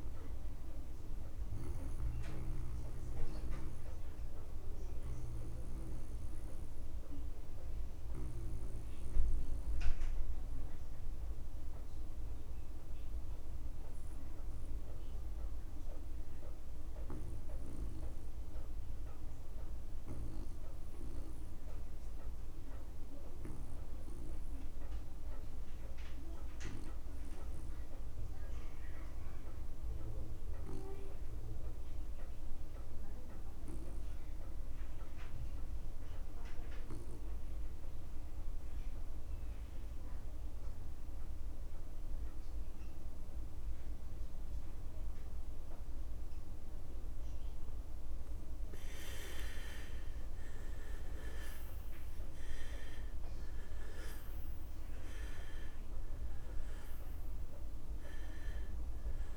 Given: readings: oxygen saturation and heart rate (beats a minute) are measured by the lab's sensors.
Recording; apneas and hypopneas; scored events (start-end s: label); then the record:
breathing in sleep by a room microphone; 1
0.00-16.50 s: oxygen desaturation (device-marked, oxygen 84% lowest)
2.00-47.50 s: obstructive apnea (oxygen 99% before, 73% lowest)
29.50-59.37 s: oxygen desaturation (device-marked, oxygen 98% before, 73% lowest)
31.00-33.00 s: long interval between heartbeats (device-marked)
50.50-55.00 s: arousal
From the record:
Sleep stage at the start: N2 (light sleep); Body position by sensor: on the back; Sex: male